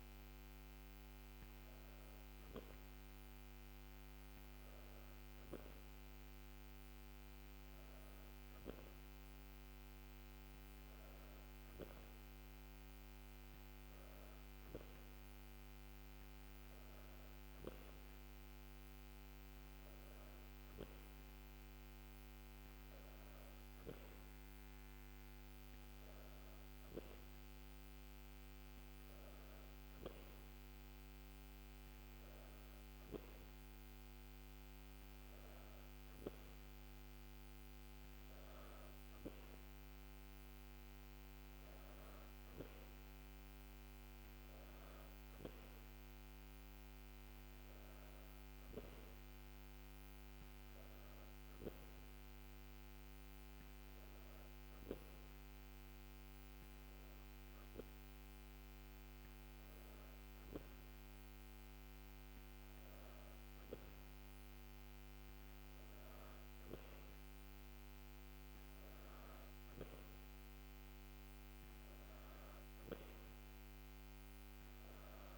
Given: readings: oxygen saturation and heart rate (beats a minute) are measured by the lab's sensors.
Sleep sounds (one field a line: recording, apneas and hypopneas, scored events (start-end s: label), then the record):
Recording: breathing in sleep, hard to hear, by a microphone on the trachea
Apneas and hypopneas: none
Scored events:
none scored
From the record:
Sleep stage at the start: N2 (light sleep)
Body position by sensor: on the back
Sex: female